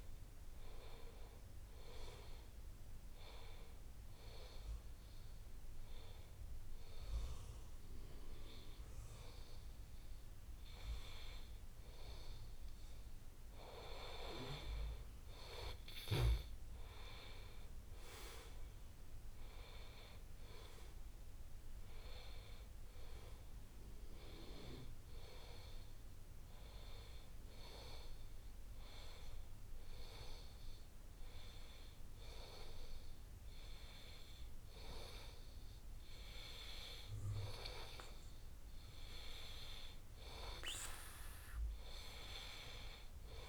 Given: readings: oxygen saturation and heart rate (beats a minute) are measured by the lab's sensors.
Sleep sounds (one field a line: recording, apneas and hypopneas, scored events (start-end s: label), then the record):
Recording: breathing in sleep by a room microphone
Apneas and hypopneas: 2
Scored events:
2.50-13.50 s: obstructive apnea (oxygen 94% before, 89% lowest, heart rate 92 before, 82 extreme, up 0 after)
3.00-14.00 s: oxygen desaturation (device-marked, oxygen 97% before, 91% lowest, heart rate 92 before, 82 extreme)
15.00-19.00 s: arousal
20.00-33.00 s: oxygen desaturation (device-marked, oxygen 96% before, 89% lowest, heart rate 85 before, 82 extreme)
26.00-39.00 s: hypopnea (oxygen 97% before, 89% lowest, heart rate 84 before, 82 extreme, up 2 after)
40.00-43.48 s: oxygen desaturation (device-marked, oxygen 95% before, 90% lowest, heart rate 84 before, 83 extreme)
41.50-43.48 s: arousal
From the record:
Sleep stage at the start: N2 (light sleep)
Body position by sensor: on the back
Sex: male